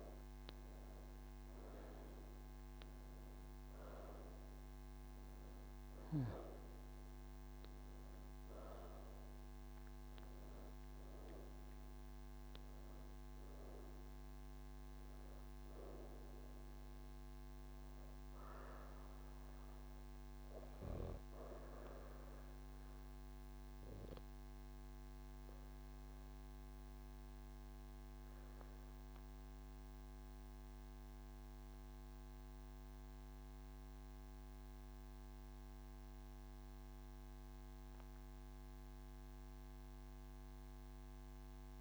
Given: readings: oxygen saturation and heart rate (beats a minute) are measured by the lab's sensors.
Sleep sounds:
breathing in sleep, hard to hear, by a microphone on the trachea; none
0.00-37.00 s: oxygen desaturation (device-marked, oxygen 83% lowest)
From the record:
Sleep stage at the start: N1 (lightest sleep); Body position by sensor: on the right side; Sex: female

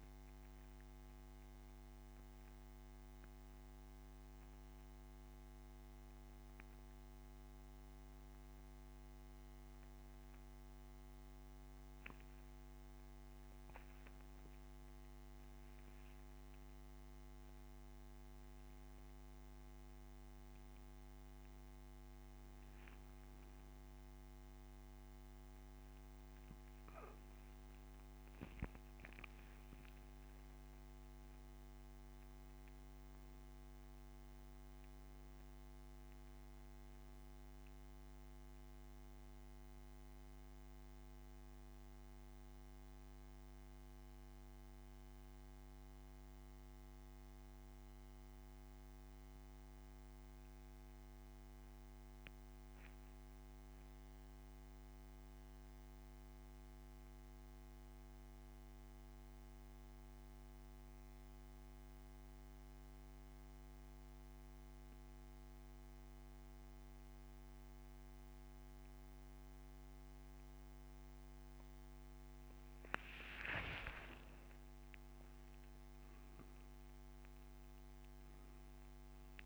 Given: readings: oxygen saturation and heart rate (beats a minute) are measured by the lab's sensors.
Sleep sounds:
breathing in sleep, hard to hear, by a microphone on the trachea; 2
0.00-14.00 s: oxygen desaturation (device-marked, oxygen 85% lowest)
0.50-15.00 s: mixed apnea (oxygen 93% before, 85% lowest)
18.50-22.50 s: arousal
29.00-79.45 s: new sleep stage, N2 (light sleep)
35.00-72.00 s: oxygen desaturation (device-marked, oxygen 97% before, 90% lowest)
51.00-72.00 s: central apnea (oxygen 98% before, 86% lowest)
74.00-78.50 s: arousal
From the record:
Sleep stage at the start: N1 (lightest sleep); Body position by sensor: on the back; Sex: male

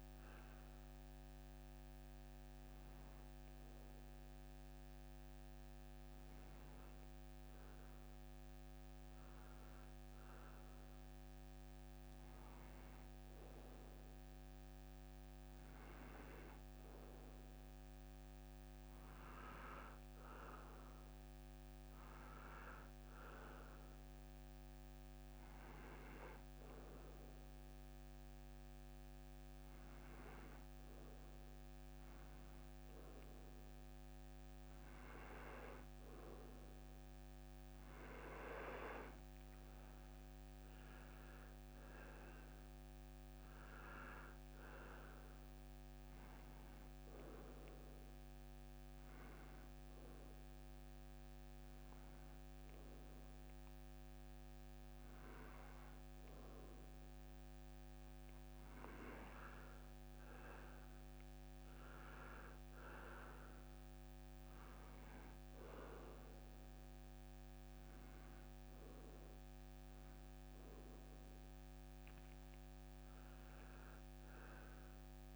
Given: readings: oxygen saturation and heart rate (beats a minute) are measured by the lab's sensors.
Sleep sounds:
breathing in sleep by a microphone on the trachea; 1
12.00-22.00 s: oxygen desaturation (device-marked, oxygen 93% before, 90% lowest)
40.00-44.50 s: arousal
42.00-58.00 s: oxygen desaturation (device-marked, oxygen 93% before, 89% lowest)
49.50-59.50 s: hypopnea (oxygen 93% before, 89% lowest)
66.00-75.36 s: oxygen desaturation (device-marked, oxygen 94% before, 89% lowest)
From the record:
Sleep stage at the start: N2 (light sleep); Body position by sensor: on the back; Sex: male

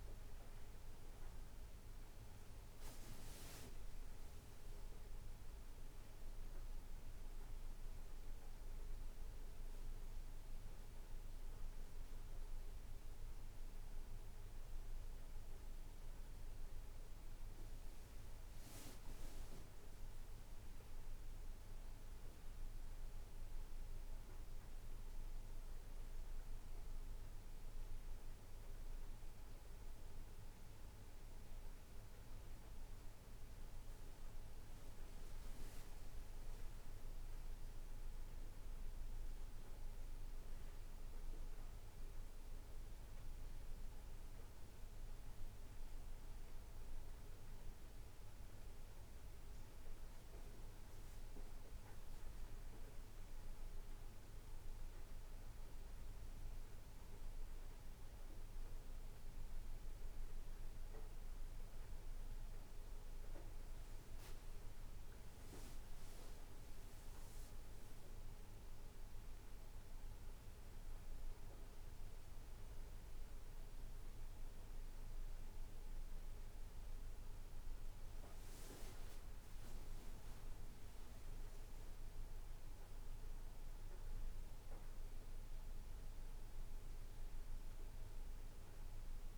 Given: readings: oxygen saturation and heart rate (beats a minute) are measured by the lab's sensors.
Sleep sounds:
breathing in sleep, hard to hear, by a room microphone; none
none scored
From the record:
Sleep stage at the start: N2 (light sleep); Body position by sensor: on the right side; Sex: male

